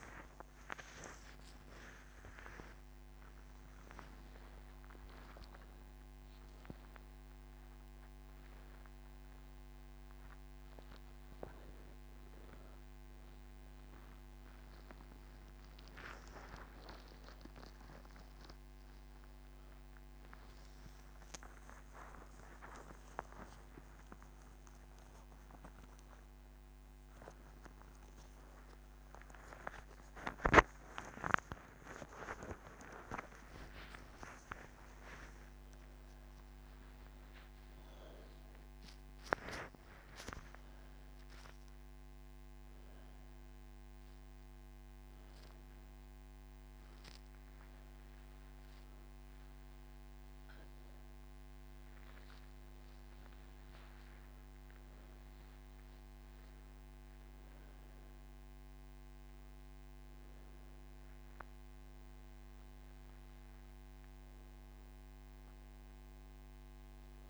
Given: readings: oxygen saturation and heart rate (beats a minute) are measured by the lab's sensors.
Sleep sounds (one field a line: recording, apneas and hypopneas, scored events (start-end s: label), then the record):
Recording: breathing in sleep by a microphone on the trachea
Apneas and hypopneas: none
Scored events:
5.00-12.00 s: oxygen desaturation (device-marked, oxygen 97% before, 91% lowest, heart rate 99 before, 39 extreme)
38.00-54.00 s: oxygen desaturation (device-marked, oxygen 100% before, 97% lowest)
From the record:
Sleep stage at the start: N1 (lightest sleep)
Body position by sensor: on the right side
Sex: female